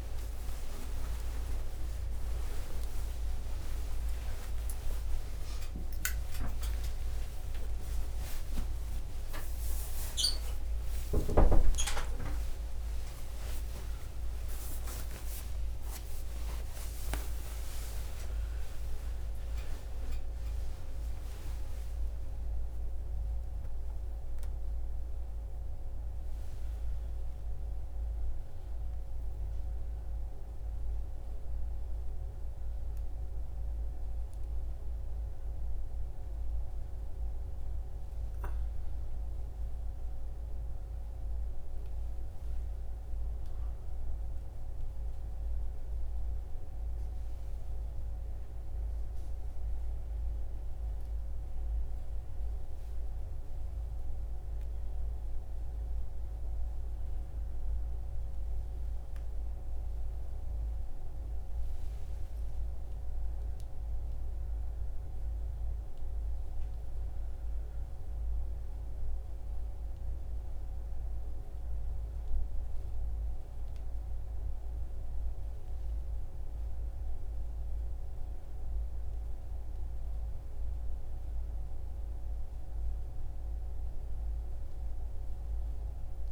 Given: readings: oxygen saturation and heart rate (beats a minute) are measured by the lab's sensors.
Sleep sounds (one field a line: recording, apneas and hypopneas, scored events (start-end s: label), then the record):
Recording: a person awake in a sleep study, by a room microphone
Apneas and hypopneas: none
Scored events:
none scored
From the record:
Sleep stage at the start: awake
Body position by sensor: on the right side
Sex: male